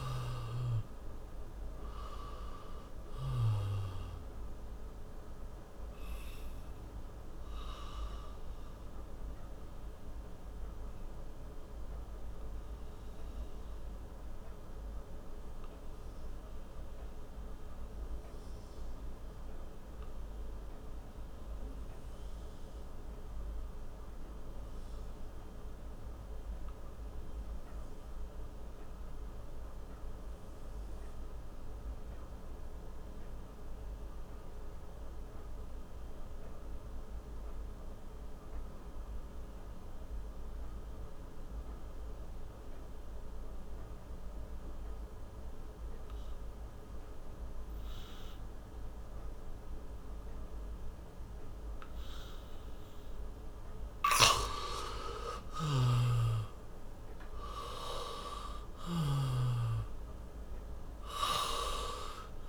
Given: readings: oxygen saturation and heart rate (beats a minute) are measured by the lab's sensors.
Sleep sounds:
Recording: breathing in sleep by a room microphone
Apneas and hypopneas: 1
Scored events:
0.00-30.00 s: oxygen desaturation (device-marked, oxygen 83% lowest)
4.00-52.50 s: obstructive apnea (oxygen 98% before, 81% lowest)
48.00-62.49 s: oxygen desaturation (device-marked, oxygen 98% before, 81% lowest)
55.00-59.50 s: arousal
55.50-59.00 s: snoring (device-marked)
From the record:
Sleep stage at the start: N2 (light sleep)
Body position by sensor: on the back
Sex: male

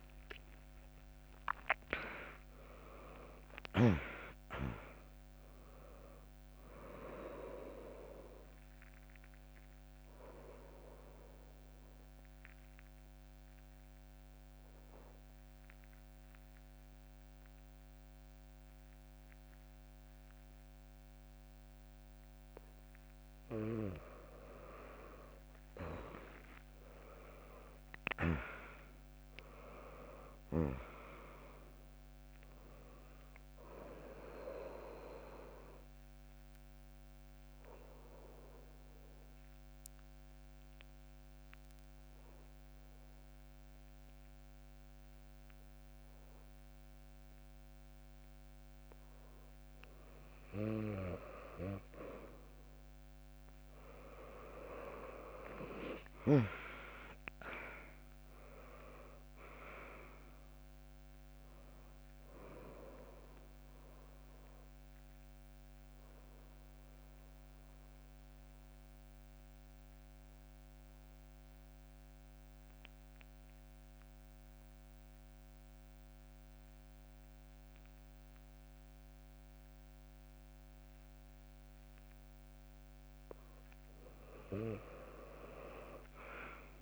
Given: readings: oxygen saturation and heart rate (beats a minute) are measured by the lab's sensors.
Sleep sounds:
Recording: breathing in sleep by a microphone on the trachea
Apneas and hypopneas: 3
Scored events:
0.00-10.50 s: drop in pulse transit time (device-marked, heart rate 63 extreme)
9.00-22.50 s: obstructive apnea (oxygen 100% before, 96% lowest, heart rate 69 before, 62 extreme, up 12 after)
25.00-28.50 s: arousal
26.50-39.50 s: drop in pulse transit time (device-marked, heart rate 71 before, 65 extreme)
33.50-49.00 s: obstructive apnea (oxygen 100% before, 96% lowest, heart rate 69 before, 57 extreme)
48.50-51.50 s: bradycardia (device-marked, heart rate 73 before, 63 extreme)
54.50-58.00 s: arousal
56.50-69.50 s: drop in pulse transit time (device-marked, heart rate 71 before, 64 extreme)
64.00-82.50 s: obstructive apnea (oxygen 100% before, 96% lowest, heart rate 70 before, 57 extreme, up 7 after)
78.50-83.50 s: bradycardia (device-marked, heart rate 73 before, 57 extreme)
85.00-86.82 s: arousal
From the record:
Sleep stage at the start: N2 (light sleep)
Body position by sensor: on the back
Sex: female

